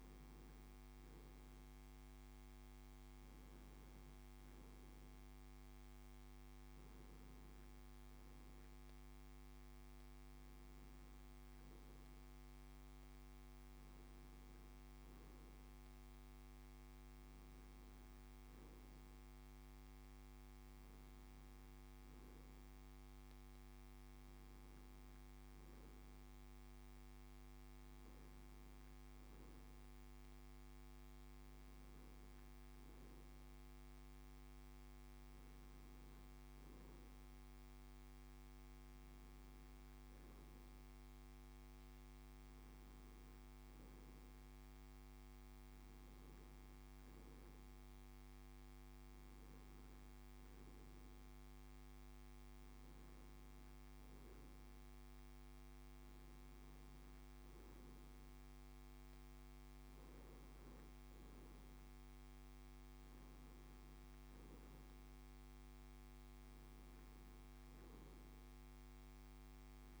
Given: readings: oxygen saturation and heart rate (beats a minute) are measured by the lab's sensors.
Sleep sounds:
breathing in sleep, hard to hear, by a microphone on the trachea; none
none scored
From the record:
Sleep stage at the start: N1 (lightest sleep); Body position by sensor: on the back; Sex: male

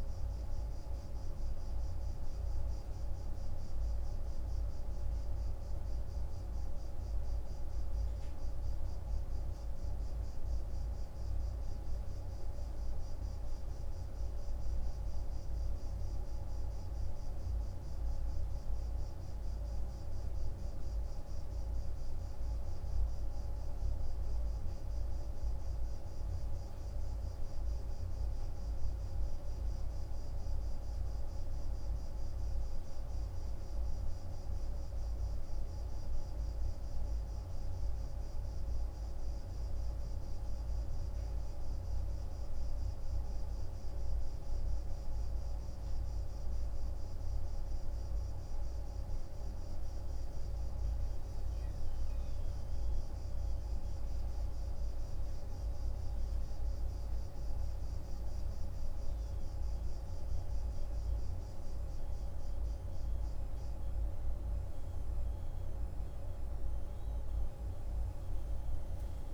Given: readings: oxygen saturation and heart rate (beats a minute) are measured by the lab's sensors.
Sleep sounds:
breathing in sleep, hard to hear, by a room microphone; none
67.00-69.34 s: arousal
From the record:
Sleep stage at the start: N2 (light sleep); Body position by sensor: on the right side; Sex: male

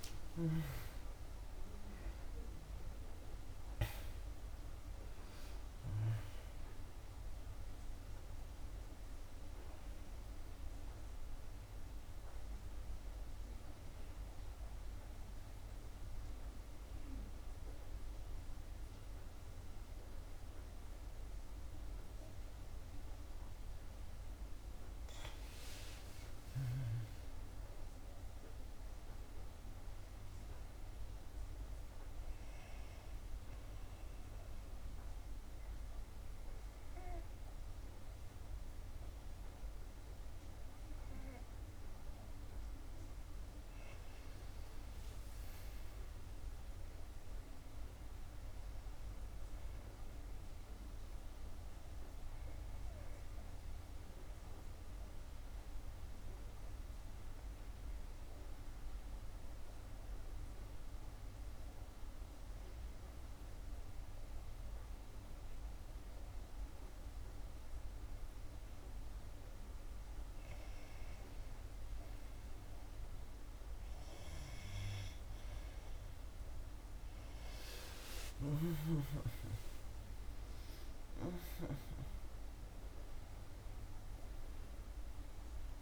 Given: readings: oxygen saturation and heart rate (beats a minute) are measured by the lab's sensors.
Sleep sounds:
breathing in sleep, hard to hear, by a room microphone; 3
0.00-5.00 s: oxygen desaturation (device-marked, oxygen 96% before, 91% lowest, heart rate 74 before, 72 extreme)
14.00-24.50 s: obstructive apnea (oxygen 96% before, 92% lowest, heart rate 80 before, 70 extreme, up 3 after)
26.00-29.50 s: arousal
34.00-44.00 s: obstructive apnea (oxygen 97% before, 92% lowest, heart rate 73 before, 70 extreme, up 3 after)
45.00-49.00 s: arousal
51.00-70.00 s: obstructive apnea (oxygen 97% before, 92% lowest, heart rate 73 before, 69 extreme, up 3 after)
72.00-85.82 s: oxygen desaturation (device-marked, oxygen 96% before, 92% lowest, heart rate 72 before, 69 extreme)
77.00-82.50 s: arousal
From the record:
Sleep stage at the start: N2 (light sleep); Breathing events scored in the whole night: 415 in 6.4 hours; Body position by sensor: on the back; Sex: female

